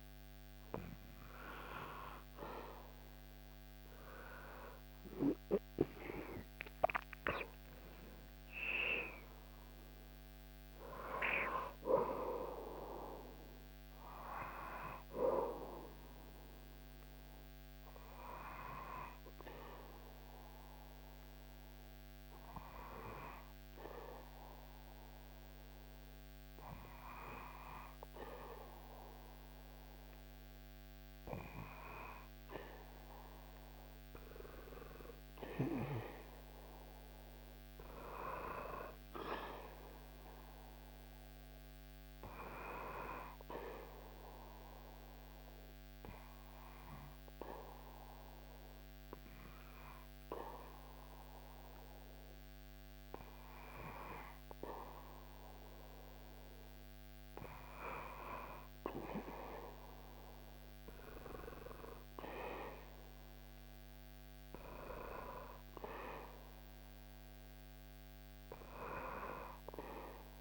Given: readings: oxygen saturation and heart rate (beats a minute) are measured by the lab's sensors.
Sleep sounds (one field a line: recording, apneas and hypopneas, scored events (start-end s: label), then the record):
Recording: breathing in sleep by a microphone on the trachea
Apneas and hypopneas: 2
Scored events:
0.00-1.00 s: arousal
16.00-70.41 s: new sleep stage, N1 (lightest sleep)
18.00-32.00 s: hypopnea (oxygen 97% before, 95% lowest, heart rate 77 before, 72 extreme, up 5 after)
35.50-41.00 s: arousal
44.00-55.50 s: hypopnea (oxygen 98% before, 97% lowest, heart rate 75 before, 70 extreme, up 6 after)
57.00-62.50 s: arousal
From the record:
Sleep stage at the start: N2 (light sleep)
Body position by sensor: on the back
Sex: male